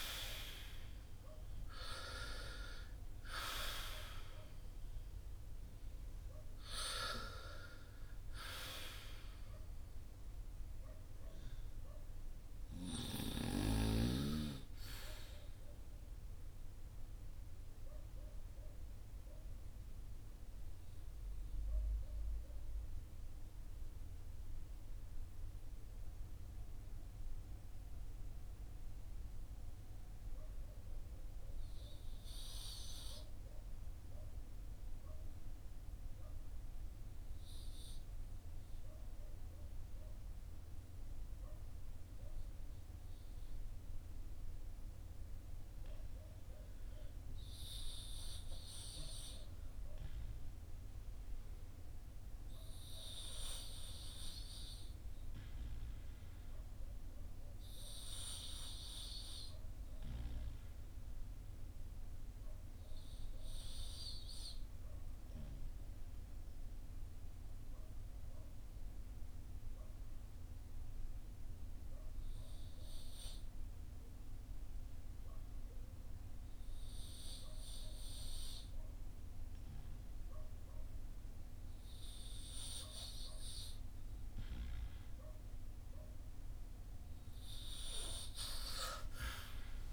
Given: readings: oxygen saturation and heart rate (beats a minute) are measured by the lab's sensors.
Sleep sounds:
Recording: breathing in sleep by a room microphone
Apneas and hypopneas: 1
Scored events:
0.00-2.00 s: arousal
0.00-11.00 s: oxygen desaturation (device-marked, oxygen 73% lowest, heart rate 52 extreme)
15.00-85.50 s: mixed apnea (oxygen 81% before, 73% lowest, heart rate 66 before, 45 extreme, up 9 after)
47.00-89.93 s: oxygen desaturation (device-marked, oxygen 98% before, 80% lowest, heart rate 53 before, 45 extreme)
88.50-89.93 s: arousal
From the record:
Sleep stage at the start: REM sleep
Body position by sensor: on the back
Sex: male

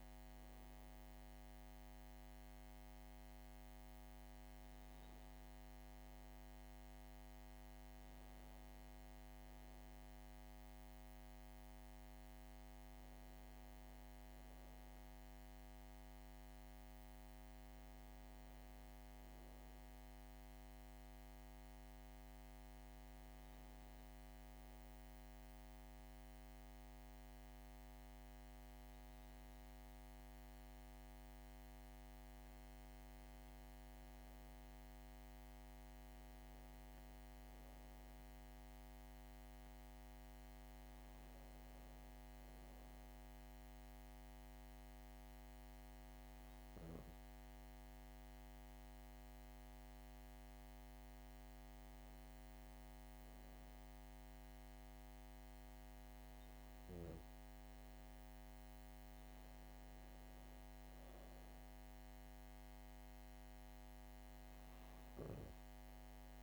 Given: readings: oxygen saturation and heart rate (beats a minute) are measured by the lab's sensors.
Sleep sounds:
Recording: breathing in sleep, hard to hear, by a microphone on the trachea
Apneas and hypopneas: none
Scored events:
none scored
From the record:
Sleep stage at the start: N2 (light sleep)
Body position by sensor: on the back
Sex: female

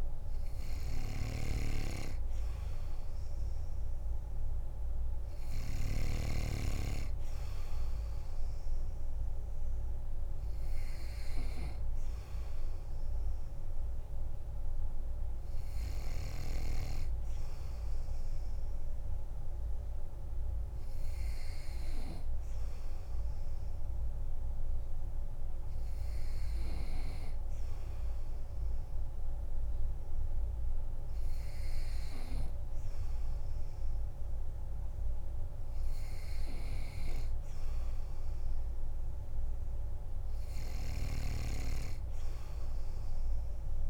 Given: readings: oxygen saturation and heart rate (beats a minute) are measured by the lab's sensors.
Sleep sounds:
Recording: breathing in sleep by a room microphone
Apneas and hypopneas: none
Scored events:
none scored
From the record:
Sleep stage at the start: N2 (light sleep)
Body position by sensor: on the back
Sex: male

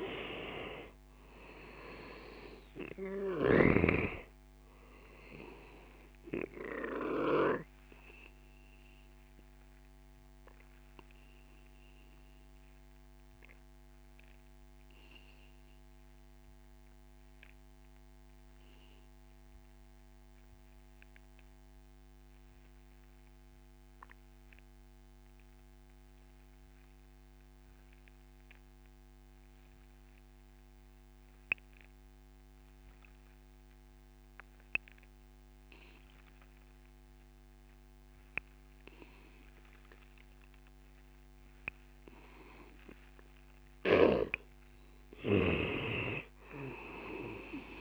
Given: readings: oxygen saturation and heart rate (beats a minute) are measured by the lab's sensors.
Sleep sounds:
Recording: breathing in sleep by a microphone on the trachea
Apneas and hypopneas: 1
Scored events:
0.00-1.50 s: arousal
0.00-31.50 s: oxygen desaturation (device-marked, oxygen 87% lowest)
9.00-42.00 s: obstructive apnea (oxygen 98% before, 87% lowest)
42.50-47.81 s: oxygen desaturation (device-marked, oxygen 98% before, 89% lowest)
43.50-47.81 s: snoring (device-marked)
46.00-47.81 s: arousal
From the record:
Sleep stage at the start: N2 (light sleep)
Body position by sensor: on the back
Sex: male

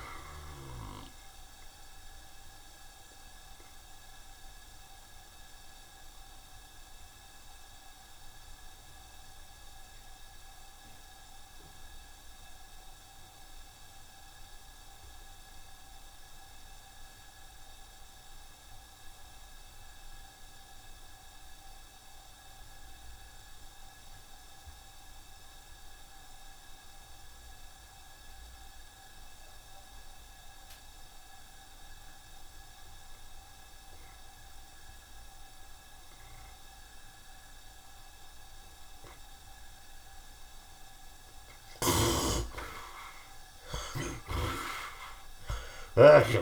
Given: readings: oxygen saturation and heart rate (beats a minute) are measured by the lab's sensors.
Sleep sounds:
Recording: breathing in sleep by a room microphone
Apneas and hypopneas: 1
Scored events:
0.00-14.50 s: oxygen desaturation (device-marked, oxygen 58% lowest, heart rate 59 extreme)
3.00-39.50 s: obstructive apnea (oxygen 64% before, 55% lowest, heart rate 86 before, 52 extreme, up 29 after)
14.00-16.00 s: long interval between heartbeats (device-marked, heart rate 87 before, 86 extreme)
16.50-46.42 s: oxygen desaturation (device-marked, oxygen 86% before, 55% lowest, heart rate 85 before, 52 extreme)
32.00-34.00 s: long interval between heartbeats (device-marked, heart rate 81 before, 78 extreme)
33.50-38.50 s: bradycardia (device-marked, heart rate 79 before, 59 extreme)
35.00-37.00 s: long interval between heartbeats (device-marked, heart rate 80 before, 69 extreme)
37.00-39.00 s: long interval between heartbeats (device-marked, heart rate 78 before, 59 extreme)
41.50-46.42 s: snoring (device-marked)
42.00-45.50 s: arousal
From the record:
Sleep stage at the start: N2 (light sleep)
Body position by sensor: on the right side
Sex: male

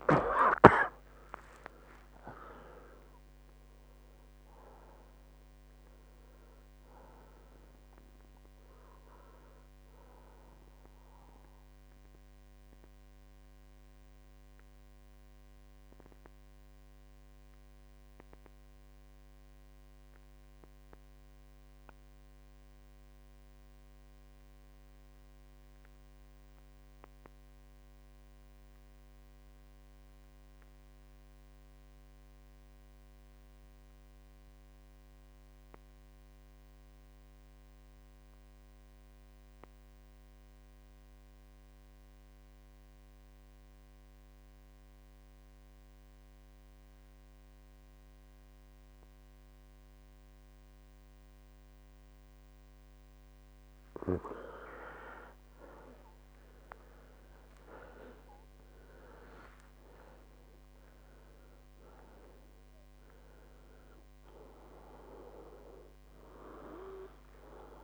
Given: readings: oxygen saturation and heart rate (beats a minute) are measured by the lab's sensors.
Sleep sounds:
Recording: breathing in sleep by a microphone on the trachea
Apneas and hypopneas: 1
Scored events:
0.00-22.50 s: oxygen desaturation (device-marked, oxygen 82% lowest, heart rate 53 extreme)
12.00-54.00 s: mixed apnea (oxygen 94% before, 82% lowest, heart rate 74 before, 55 extreme, up 36 after)
46.50-67.84 s: oxygen desaturation (device-marked, oxygen 97% before, 83% lowest, heart rate 69 before, 57 extreme)
55.50-59.50 s: arousal
57.50-59.50 s: long interval between heartbeats (device-marked, heart rate 62 before, 83 extreme)
From the record:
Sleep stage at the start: N2 (light sleep)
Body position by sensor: on the right side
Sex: male

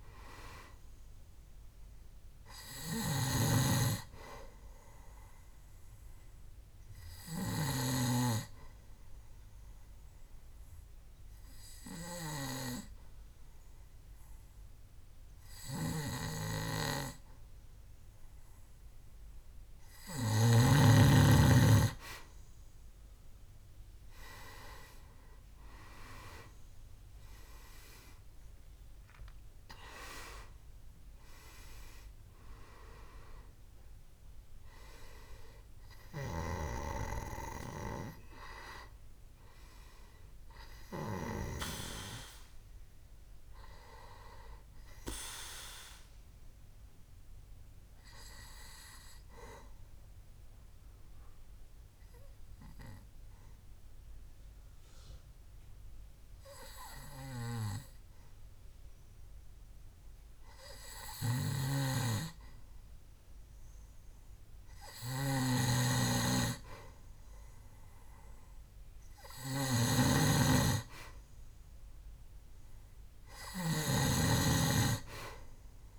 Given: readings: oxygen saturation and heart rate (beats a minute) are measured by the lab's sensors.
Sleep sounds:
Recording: breathing in sleep by a room microphone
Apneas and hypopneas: 2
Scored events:
0.00-20.50 s: oxygen desaturation (device-marked, oxygen 92% lowest, heart rate 66 extreme)
3.50-8.50 s: snoring (device-marked)
8.00-21.50 s: obstructive apnea (oxygen 96% before, 91% lowest, heart rate 70 before, 67 extreme, up 7 after)
24.00-28.50 s: arousal
28.50-52.50 s: oxygen desaturation (device-marked, oxygen 97% before, 91% lowest, heart rate 69 before, 63 extreme)
36.50-41.50 s: snoring (device-marked)
50.50-64.00 s: obstructive apnea (oxygen 97% before, 92% lowest, heart rate 72 before, 63 extreme, up 4 after)
61.50-75.99 s: snoring (device-marked)
66.00-69.00 s: arousal
71.50-75.99 s: oxygen desaturation (device-marked, oxygen 98% before, 93% lowest, heart rate 64 before, 65 extreme)
From the record:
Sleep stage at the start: N2 (light sleep)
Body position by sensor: on the back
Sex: male

